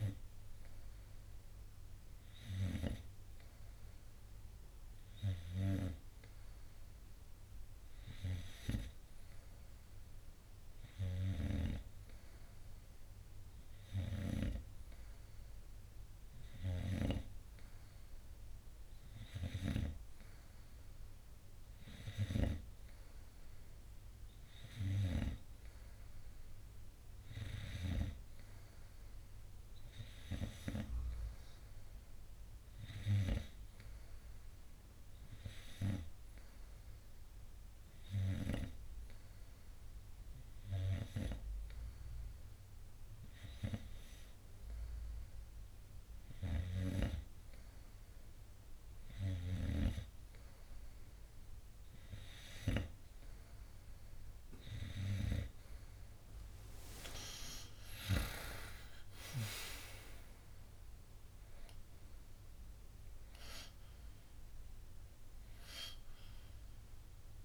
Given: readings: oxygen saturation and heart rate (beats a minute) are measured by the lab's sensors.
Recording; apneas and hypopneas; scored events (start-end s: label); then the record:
breathing in sleep by a room microphone; none
35.50-67.45 s: new sleep stage, N2 (light sleep)
58.00-61.50 s: arousal
62.50-67.45 s: oxygen desaturation (device-marked, oxygen 92% before, 89% lowest, heart rate 68 before, 61 extreme)
From the record:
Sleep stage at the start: N3 (deep sleep); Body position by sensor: on the front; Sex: male